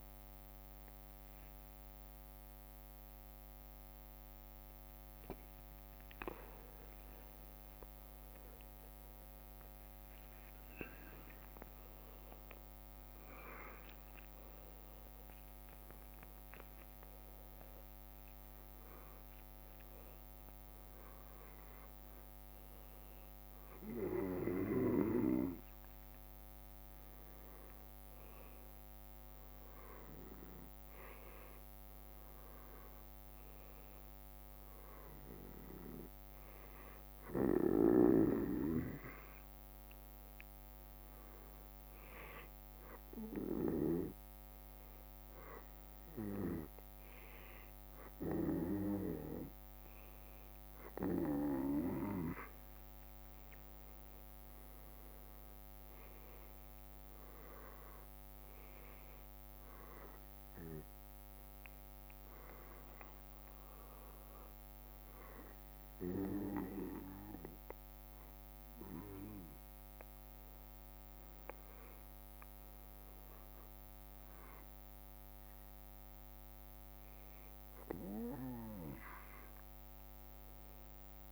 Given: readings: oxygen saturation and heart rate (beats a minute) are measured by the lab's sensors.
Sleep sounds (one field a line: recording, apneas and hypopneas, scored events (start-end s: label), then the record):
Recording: a person partly awake in a sleep study, by a microphone on the trachea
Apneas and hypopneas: none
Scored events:
1.50-31.50 s: new sleep stage, awake
8.00-10.00 s: long interval between heartbeats (device-marked, heart rate 85 before, 78 extreme)
10.50-12.50 s: long interval between heartbeats (device-marked, heart rate 77 before, 87 extreme)
14.50-33.50 s: oxygen desaturation (device-marked, oxygen 95% before, 91% lowest, heart rate 71 before, 56 extreme)
31.50-81.31 s: new sleep stage, N1 (lightest sleep)
From the record:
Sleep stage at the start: N2 (light sleep)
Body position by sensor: on the back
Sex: male